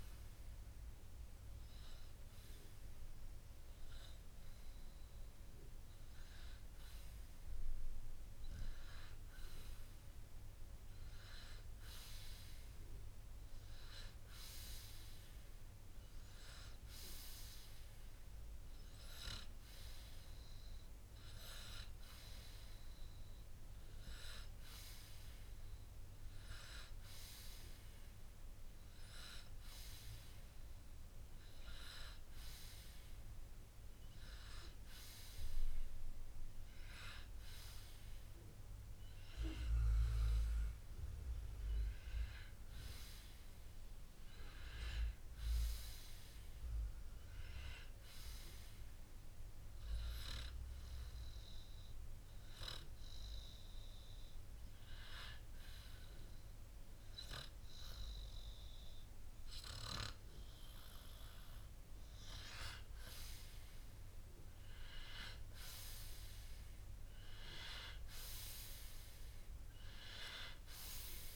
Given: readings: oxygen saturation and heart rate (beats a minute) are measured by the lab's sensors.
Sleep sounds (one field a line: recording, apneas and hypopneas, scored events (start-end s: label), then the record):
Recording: breathing in sleep by a room microphone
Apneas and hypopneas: 1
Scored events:
12.00-71.36 s: new sleep stage, N2 (light sleep)
51.00-61.50 s: hypopnea (oxygen 93% before, 90% lowest, heart rate 63 before, 64 extreme, up 5 after)
63.50-67.00 s: arousal
From the record:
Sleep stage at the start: N1 (lightest sleep)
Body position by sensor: on the right side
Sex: male